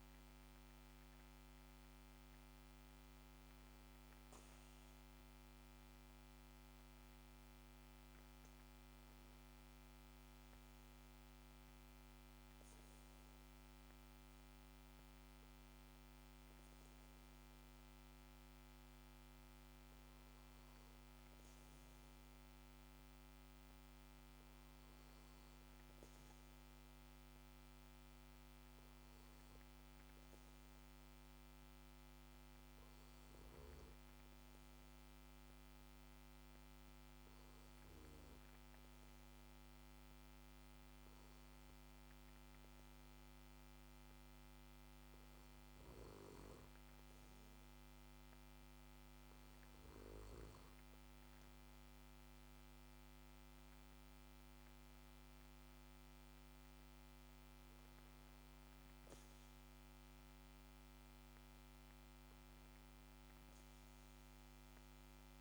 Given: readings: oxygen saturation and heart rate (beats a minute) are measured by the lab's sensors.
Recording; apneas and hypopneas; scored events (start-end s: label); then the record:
breathing in sleep, hard to hear, by a microphone on the trachea; 1
0.00-2.00 s: arousal
26.50-48.50 s: hypopnea (oxygen 95% before, 93% lowest, heart rate 53 before, 52 extreme, up 3 after)
52.00-55.50 s: arousal
From the record:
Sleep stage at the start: N2 (light sleep); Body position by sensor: on the back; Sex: male